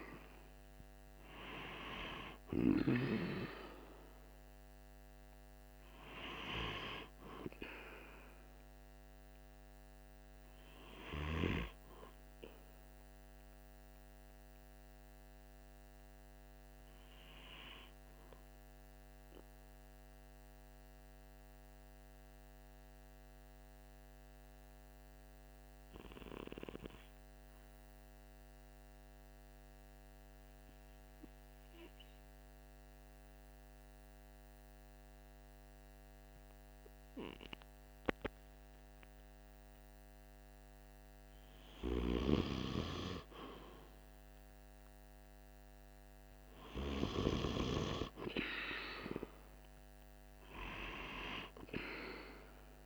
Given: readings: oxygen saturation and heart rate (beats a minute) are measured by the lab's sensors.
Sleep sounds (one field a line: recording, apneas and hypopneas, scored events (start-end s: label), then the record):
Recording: breathing in sleep by a microphone on the trachea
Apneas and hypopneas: 1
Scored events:
4.00-25.00 s: oxygen desaturation (device-marked, oxygen 97% before, 91% lowest, heart rate 47 before, 46 extreme)
14.00-39.00 s: obstructive apnea (oxygen 97% before, 91% lowest, heart rate 47 before, 46 extreme, up 1 after)
40.50-45.50 s: arousal
50.00-52.86 s: oxygen desaturation (device-marked, oxygen 97% before, 93% lowest, heart rate 47 before, 45 extreme)
From the record:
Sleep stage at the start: N2 (light sleep)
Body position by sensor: on the right side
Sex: male